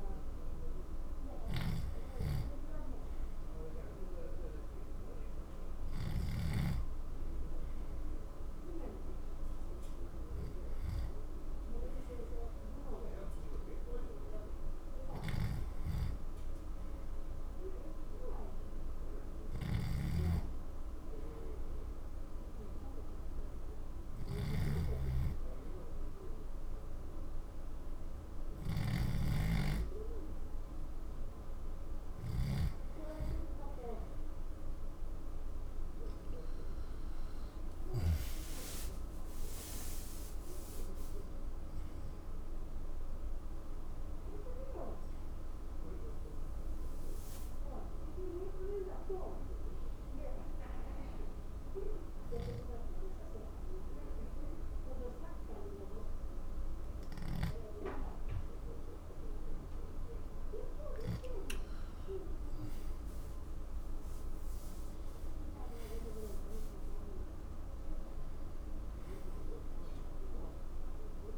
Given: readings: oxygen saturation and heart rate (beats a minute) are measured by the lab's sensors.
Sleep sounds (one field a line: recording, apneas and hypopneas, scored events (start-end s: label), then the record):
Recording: breathing in sleep by a room microphone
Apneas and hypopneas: 1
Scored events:
48.00-61.00 s: obstructive apnea (oxygen 91% before, 88% lowest, heart rate 86 before, 78 extreme, up 6 after)
64.00-68.50 s: arousal
From the record:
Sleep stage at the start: N2 (light sleep)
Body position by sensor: on the back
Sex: male